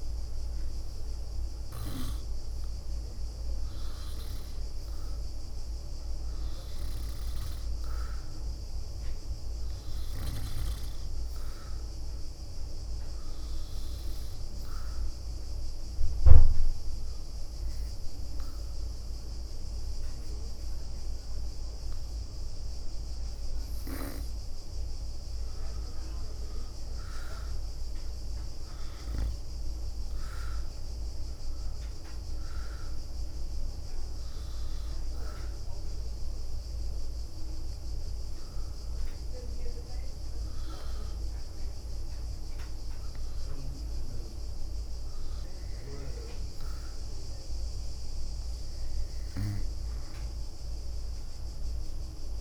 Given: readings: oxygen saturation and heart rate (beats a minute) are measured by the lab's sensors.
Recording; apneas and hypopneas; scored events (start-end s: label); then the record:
breathing in sleep by a room microphone; 2
0.00-3.50 s: leg movement (device-marked)
6.00-10.00 s: leg movement (device-marked)
14.00-24.00 s: hypopnea (oxygen 93% before, 87% lowest, heart rate 74 before, 66 extreme, up 8 after)
25.50-29.00 s: arousal
27.00-32.00 s: leg movement (device-marked)
34.00-44.00 s: obstructive apnea (oxygen 93% before, 87% lowest, heart rate 73 before, 66 extreme, up 7 after)
36.00-49.00 s: oxygen desaturation (device-marked, oxygen 93% before, 87% lowest, heart rate 73 before, 67 extreme)
38.00-48.00 s: leg movement (device-marked)
48.00-51.00 s: arousal
49.00-52.41 s: leg movement (device-marked)
From the record:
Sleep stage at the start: N2 (light sleep); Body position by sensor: on the back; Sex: female